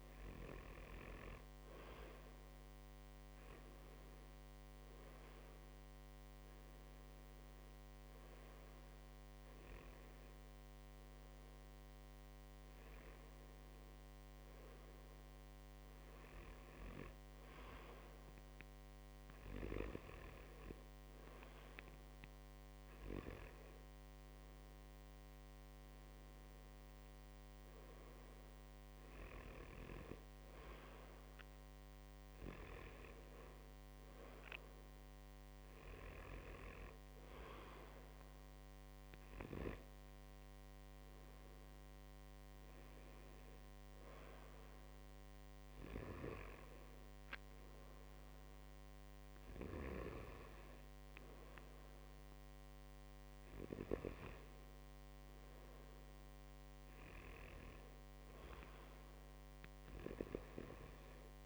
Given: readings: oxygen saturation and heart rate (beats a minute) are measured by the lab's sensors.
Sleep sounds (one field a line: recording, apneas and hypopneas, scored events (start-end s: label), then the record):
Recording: breathing in sleep by a microphone on the trachea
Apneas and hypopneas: none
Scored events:
none scored
From the record:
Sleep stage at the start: N2 (light sleep)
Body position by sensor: on the right side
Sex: male